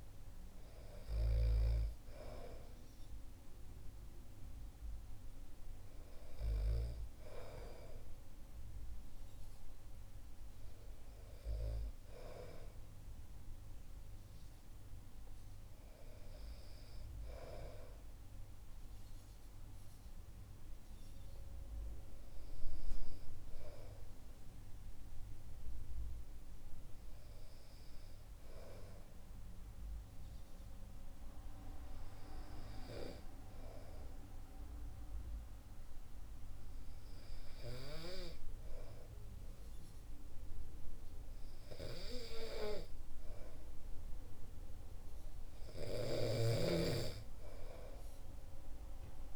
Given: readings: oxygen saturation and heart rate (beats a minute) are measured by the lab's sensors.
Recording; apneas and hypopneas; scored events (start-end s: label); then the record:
breathing in sleep by a room microphone; 1
0.00-6.50 s: oxygen desaturation (device-marked, oxygen 93% lowest, heart rate 59 extreme)
24.00-27.00 s: arousal
30.00-45.00 s: hypopnea (oxygen 97% before, 94% lowest, heart rate 62 before, 63 extreme, up 2 after)
46.00-49.36 s: snoring (device-marked)
47.00-49.36 s: arousal
From the record:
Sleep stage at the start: N2 (light sleep); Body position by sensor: on the back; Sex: male